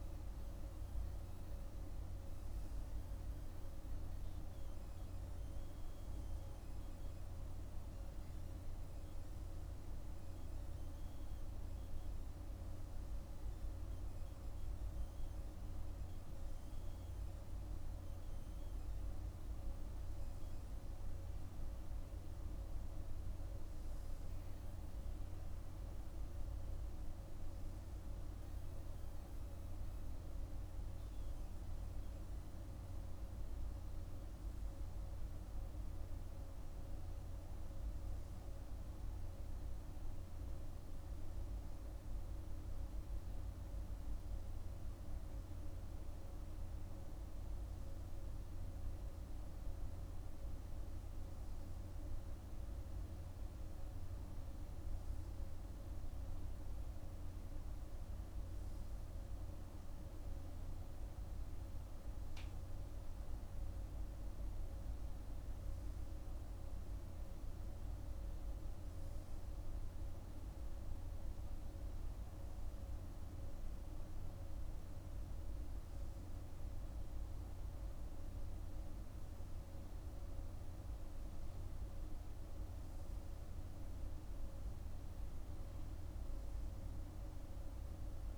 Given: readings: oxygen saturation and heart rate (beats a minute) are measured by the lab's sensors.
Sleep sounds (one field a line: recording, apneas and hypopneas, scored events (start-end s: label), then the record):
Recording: breathing in sleep, hard to hear, by a room microphone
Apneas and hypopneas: none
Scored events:
none scored
From the record:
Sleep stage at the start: N3 (deep sleep)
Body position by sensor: on the right side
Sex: male